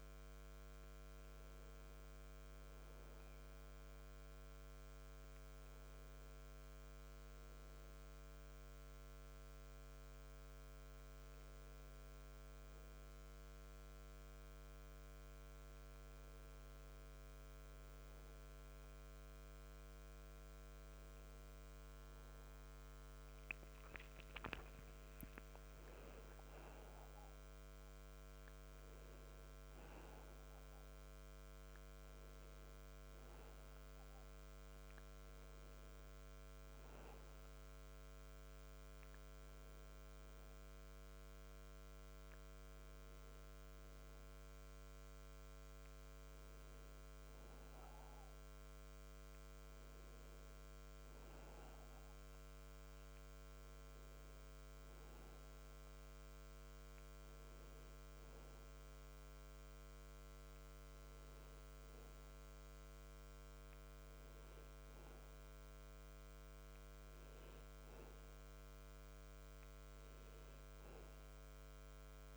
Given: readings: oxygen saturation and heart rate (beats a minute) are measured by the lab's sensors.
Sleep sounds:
breathing in sleep, hard to hear, by a microphone on the trachea; 1
2.50-25.00 s: obstructive apnea (oxygen 96% before, 91% lowest)
5.50-31.50 s: oxygen desaturation (device-marked, oxygen 96% before, 91% lowest)
26.50-32.00 s: arousal
From the record:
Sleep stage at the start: N2 (light sleep); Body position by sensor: on the back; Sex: male

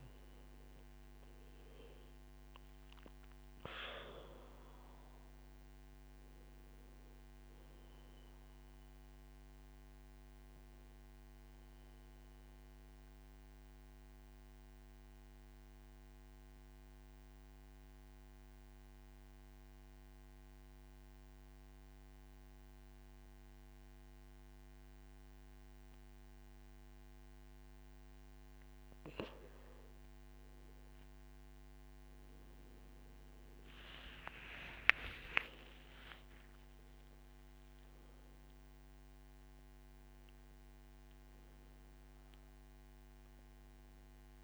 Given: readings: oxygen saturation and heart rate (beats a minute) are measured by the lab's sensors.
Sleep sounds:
breathing in sleep by a microphone on the trachea; 1
0.00-4.50 s: arousal
3.50-23.50 s: oxygen desaturation (device-marked, oxygen 99% before, 94% lowest, heart rate 60 before, 55 extreme)
13.50-28.50 s: central apnea (oxygen 99% before, 93% lowest, heart rate 66 before, 55 extreme, up 11 after)
30.50-34.50 s: arousal
38.50-44.44 s: oxygen desaturation (device-marked, oxygen 98% before, 93% lowest, heart rate 61 before, 55 extreme)
From the record:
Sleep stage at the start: N2 (light sleep); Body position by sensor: on the back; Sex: male

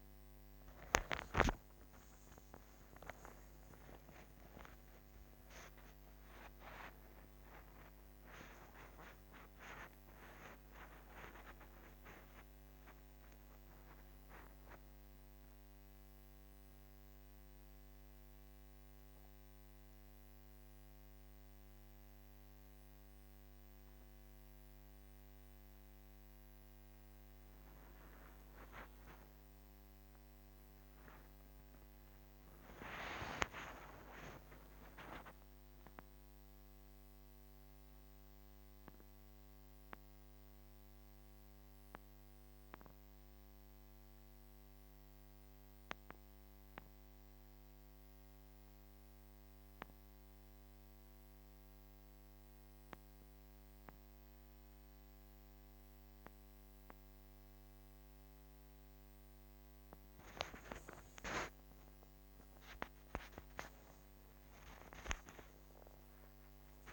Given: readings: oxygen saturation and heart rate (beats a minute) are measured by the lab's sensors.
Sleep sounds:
a person awake in a sleep study, by a microphone on the trachea; none
none scored
From the record:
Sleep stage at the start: awake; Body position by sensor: on the back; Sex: female

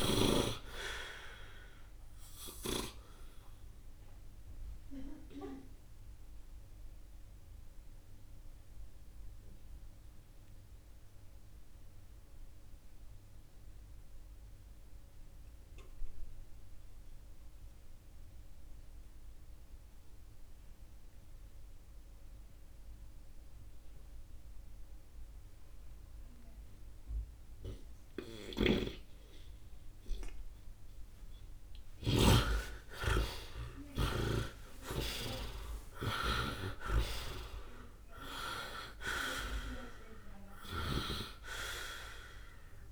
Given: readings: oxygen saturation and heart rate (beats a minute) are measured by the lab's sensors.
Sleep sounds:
breathing in sleep by a room microphone; 1
0.00-3.00 s: snoring (device-marked)
0.50-25.50 s: oxygen desaturation (device-marked, oxygen 97% before, 67% lowest, heart rate 61 before, 52 extreme)
4.50-27.50 s: obstructive apnea (oxygen 99% before, 67% lowest, heart rate 60 before, 52 extreme, up 0 after)
28.00-41.00 s: snoring (device-marked)
30.50-35.50 s: arousal
From the record:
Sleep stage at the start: N2 (light sleep); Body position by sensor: on the right side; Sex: male

